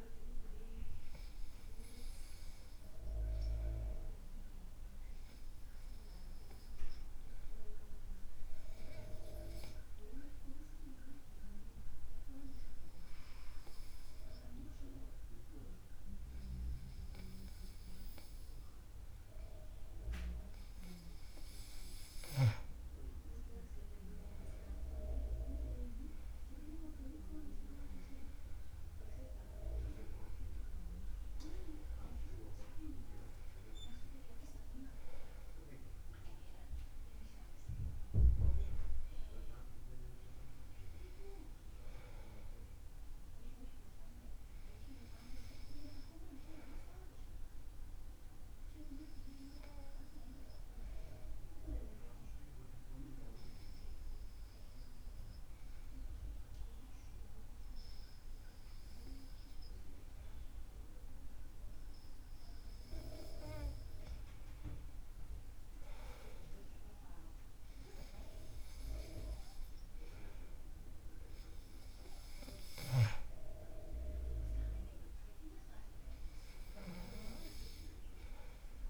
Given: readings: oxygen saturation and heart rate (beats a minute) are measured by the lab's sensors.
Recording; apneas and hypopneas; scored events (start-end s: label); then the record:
breathing in sleep by a room microphone; 2
2.50-20.00 s: obstructive apnea (oxygen 95% before, 94% lowest, heart rate 72 before, 67 extreme, up 11 after)
23.00-27.00 s: arousal
47.00-62.00 s: obstructive apnea (oxygen 97% before, 94% lowest, heart rate 76 before, 64 extreme, up 8 after)
64.50-69.50 s: arousal
From the record:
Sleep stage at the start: N2 (light sleep); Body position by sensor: on the back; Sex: male